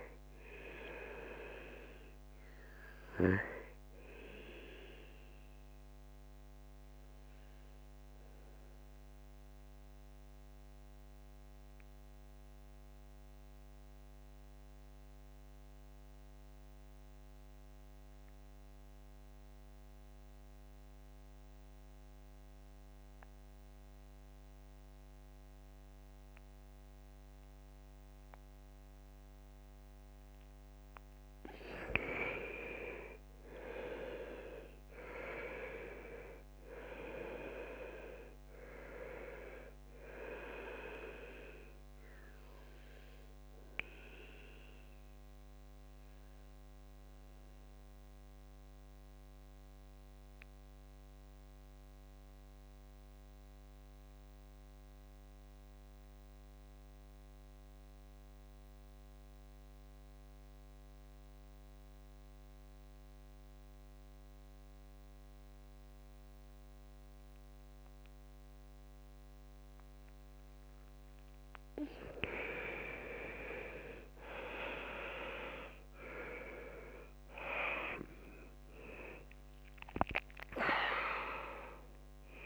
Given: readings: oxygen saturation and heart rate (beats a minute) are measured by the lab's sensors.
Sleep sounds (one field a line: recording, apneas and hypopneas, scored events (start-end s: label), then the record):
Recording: breathing in sleep by a microphone on the trachea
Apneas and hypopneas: 2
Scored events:
0.00-20.00 s: oxygen desaturation (device-marked, oxygen 85% lowest, heart rate 64 extreme)
5.00-30.50 s: mixed apnea (oxygen 97% before, 81% lowest, heart rate 70 before, 62 extreme, up 0 after)
28.00-59.00 s: oxygen desaturation (device-marked, oxygen 99% before, 81% lowest, heart rate 68 before, 62 extreme)
32.50-37.00 s: arousal
42.00-72.00 s: mixed apnea (oxygen 99% before, 80% lowest, heart rate 70 before, 62 extreme)
66.00-82.46 s: oxygen desaturation (device-marked, oxygen 99% before, 80% lowest, heart rate 67 before, 67 extreme)
73.50-78.50 s: arousal
74.50-76.50 s: long interval between heartbeats (device-marked, heart rate 69 before, 87 extreme)
75.00-82.46 s: new sleep stage, N1 (lightest sleep)
77.00-79.00 s: long interval between heartbeats (device-marked, heart rate 75 before, 142 extreme)
79.50-81.50 s: long interval between heartbeats (device-marked, heart rate 82 before, 162 extreme)
From the record:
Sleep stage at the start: N2 (light sleep)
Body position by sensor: on the back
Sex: male